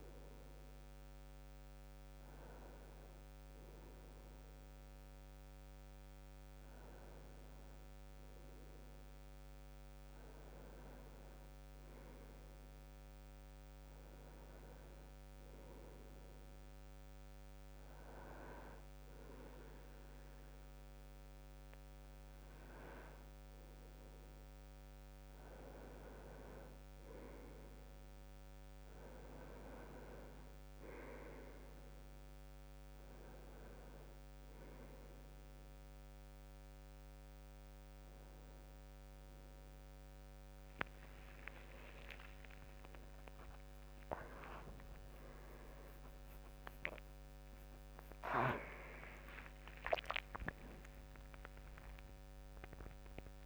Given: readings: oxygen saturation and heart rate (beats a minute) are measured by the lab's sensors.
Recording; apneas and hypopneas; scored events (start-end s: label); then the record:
a person partly awake in a sleep study, by a microphone on the trachea; none
28.50-53.46 s: new sleep stage, awake
From the record:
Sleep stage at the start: N2 (light sleep); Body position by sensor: on the back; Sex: male